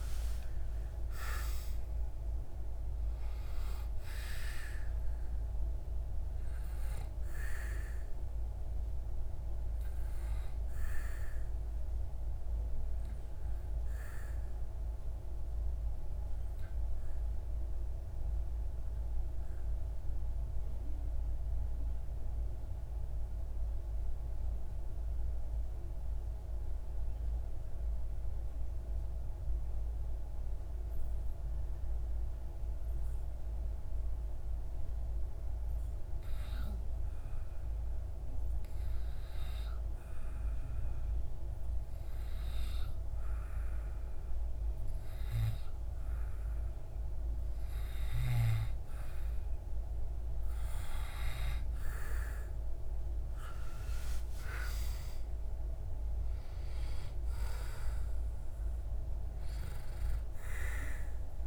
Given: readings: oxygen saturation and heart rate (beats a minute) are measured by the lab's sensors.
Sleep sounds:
breathing in sleep by a room microphone; 1
0.00-1.50 s: arousal
8.00-20.00 s: oxygen desaturation (device-marked, oxygen 94% before, 90% lowest)
16.00-35.50 s: obstructive apnea (oxygen 95% before, 93% lowest)
38.00-41.50 s: arousal
45.00-61.47 s: oxygen desaturation (device-marked, oxygen 97% before, 93% lowest)
52.50-56.50 s: arousal
From the record:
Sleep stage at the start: N2 (light sleep); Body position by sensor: on the back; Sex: male

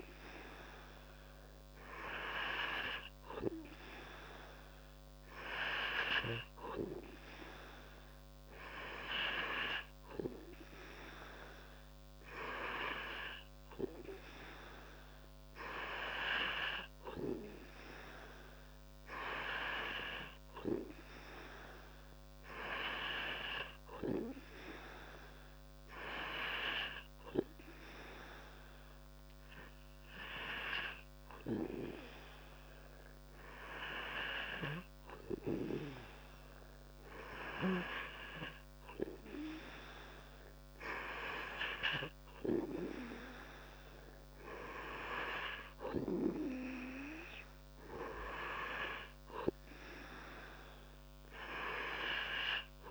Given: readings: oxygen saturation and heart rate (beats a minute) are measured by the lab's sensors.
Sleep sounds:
breathing in sleep by a microphone on the trachea; none
none scored
From the record:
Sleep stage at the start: N2 (light sleep); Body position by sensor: on the back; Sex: male

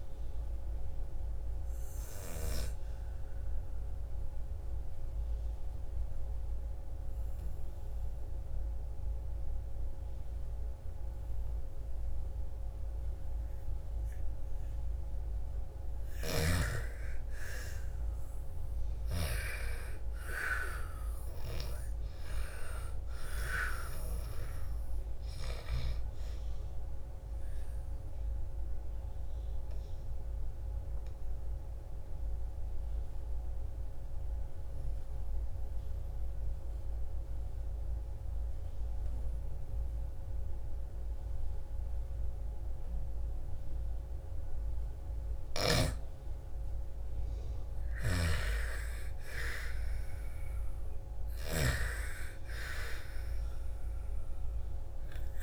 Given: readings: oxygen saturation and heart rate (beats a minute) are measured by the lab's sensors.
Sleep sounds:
breathing in sleep by a room microphone; 2
0.50-14.00 s: obstructive apnea (oxygen 98% before, 87% lowest, heart rate 62 before, 57 extreme, up 7 after)
16.00-19.00 s: arousal
18.00-36.00 s: oxygen desaturation (device-marked, oxygen 97% before, 87% lowest, heart rate 60 before, 54 extreme)
28.00-44.00 s: obstructive apnea (oxygen 97% before, 87% lowest, heart rate 62 before, 54 extreme, up 7 after)
46.00-49.00 s: arousal
47.00-55.00 s: snoring (device-marked)
52.00-55.43 s: oxygen desaturation (device-marked, oxygen 97% before, 87% lowest, heart rate 58 before, 54 extreme)
From the record:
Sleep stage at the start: N2 (light sleep); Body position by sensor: on the back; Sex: female

